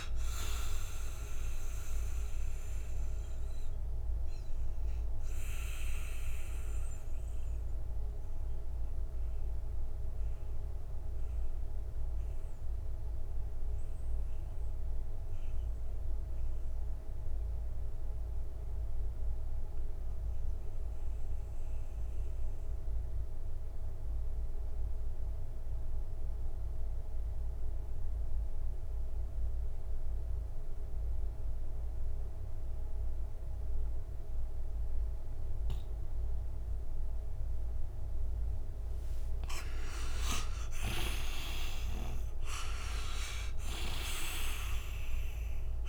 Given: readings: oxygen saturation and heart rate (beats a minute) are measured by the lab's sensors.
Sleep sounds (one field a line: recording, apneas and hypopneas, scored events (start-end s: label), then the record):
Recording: breathing in sleep by a room microphone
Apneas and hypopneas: 1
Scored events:
0.00-26.00 s: oxygen desaturation (device-marked, oxygen 82% lowest, heart rate 58 extreme)
2.00-37.50 s: mixed apnea (oxygen 98% before, 82% lowest, heart rate 66 before, 58 extreme, up 18 after)
38.00-45.88 s: oxygen desaturation (device-marked, oxygen 98% before, 82% lowest, heart rate 60 before, 58 extreme)
38.50-43.50 s: arousal
From the record:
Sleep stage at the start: N2 (light sleep)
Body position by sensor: on the right side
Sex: male